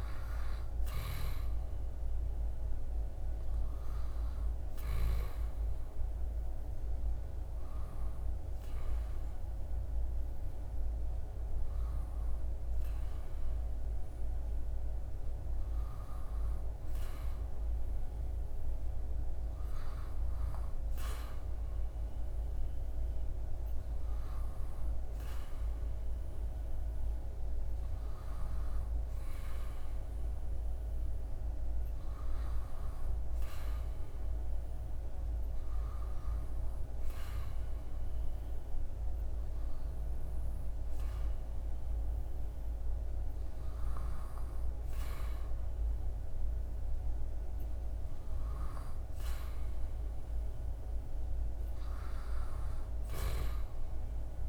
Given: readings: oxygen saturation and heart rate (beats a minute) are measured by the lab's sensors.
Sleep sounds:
breathing in sleep, hard to hear, by a room microphone; none
0.00-15.50 s: oxygen desaturation (device-marked, oxygen 93% lowest, heart rate 75 extreme)
52.00-54.49 s: arousal
From the record:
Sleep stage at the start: N2 (light sleep); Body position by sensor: on the back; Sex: male

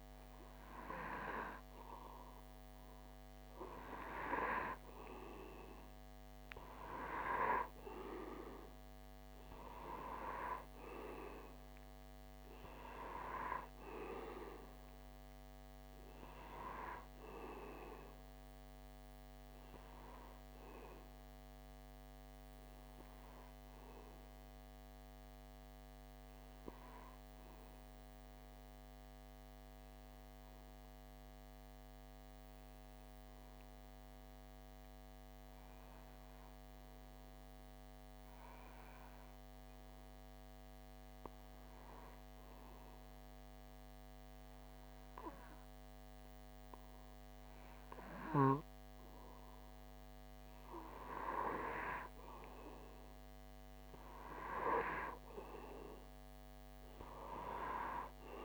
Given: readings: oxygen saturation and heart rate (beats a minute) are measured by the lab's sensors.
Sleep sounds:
breathing in sleep by a microphone on the trachea; 1
0.00-29.00 s: oxygen desaturation (device-marked, oxygen 91% lowest)
23.00-48.50 s: obstructive apnea (oxygen 94% before, 92% lowest)
50.00-53.50 s: arousal
50.00-58.44 s: oxygen desaturation (device-marked, oxygen 96% before, 92% lowest)
From the record:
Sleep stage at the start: N2 (light sleep); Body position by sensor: on the back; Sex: male

